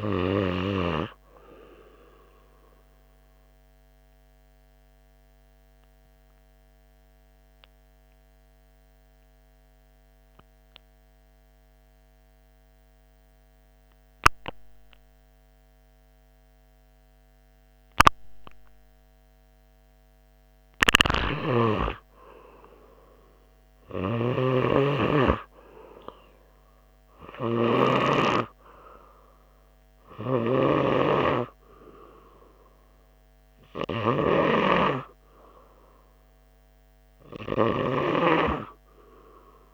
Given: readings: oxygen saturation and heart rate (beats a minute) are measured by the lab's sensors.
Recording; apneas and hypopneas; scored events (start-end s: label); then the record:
breathing in sleep by a microphone on the trachea; 1
3.50-21.00 s: obstructive apnea (oxygen 99% before, 94% lowest, heart rate 84 before, 81 extreme, up 4 after)
4.50-21.50 s: oxygen desaturation (device-marked, oxygen 99% before, 94% lowest, heart rate 84 before, 81 extreme)
21.50-25.00 s: snoring (device-marked)
23.00-27.50 s: arousal
From the record:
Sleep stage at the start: REM sleep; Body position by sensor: on the right side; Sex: male